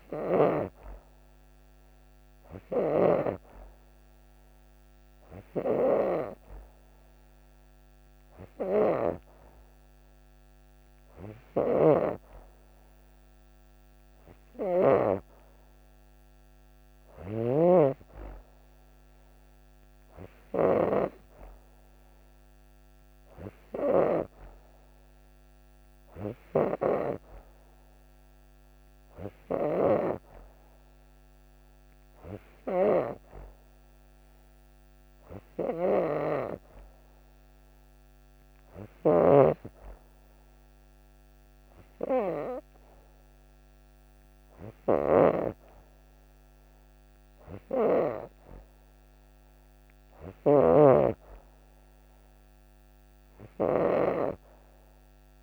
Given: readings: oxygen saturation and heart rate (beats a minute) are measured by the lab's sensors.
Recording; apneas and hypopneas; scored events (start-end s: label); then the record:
breathing in sleep by a microphone on the trachea; none
0.00-3.00 s: snoring (device-marked)
11.00-17.50 s: snoring (device-marked)
38.50-55.42 s: snoring (device-marked)
From the record:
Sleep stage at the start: N2 (light sleep); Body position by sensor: on the back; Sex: female